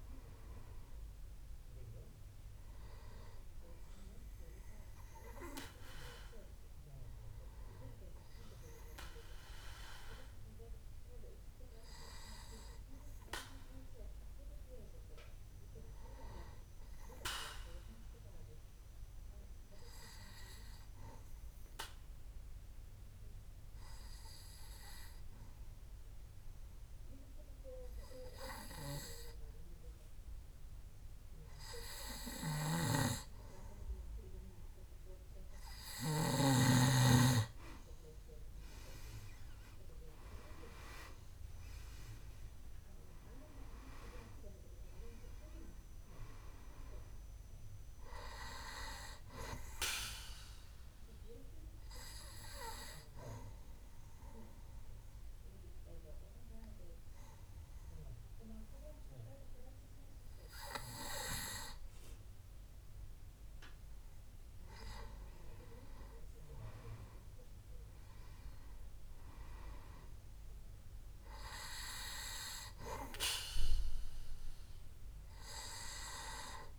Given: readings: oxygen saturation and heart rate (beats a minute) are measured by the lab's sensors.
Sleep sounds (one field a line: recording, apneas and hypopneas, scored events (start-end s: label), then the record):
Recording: breathing in sleep by a room microphone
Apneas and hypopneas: 2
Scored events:
0.00-17.50 s: oxygen desaturation (device-marked, oxygen 91% lowest, heart rate 64 extreme)
17.00-36.50 s: obstructive apnea (oxygen 97% before, 90% lowest, heart rate 70 before, 64 extreme, up 7 after)
39.00-43.00 s: arousal
40.50-66.50 s: oxygen desaturation (device-marked, oxygen 97% before, 90% lowest, heart rate 67 before, 64 extreme)
50.50-63.00 s: obstructive apnea (oxygen 98% before, 90% lowest, heart rate 70 before, 65 extreme, up 4 after)
66.50-70.00 s: arousal
From the record:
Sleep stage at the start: N2 (light sleep)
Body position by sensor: on the back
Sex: male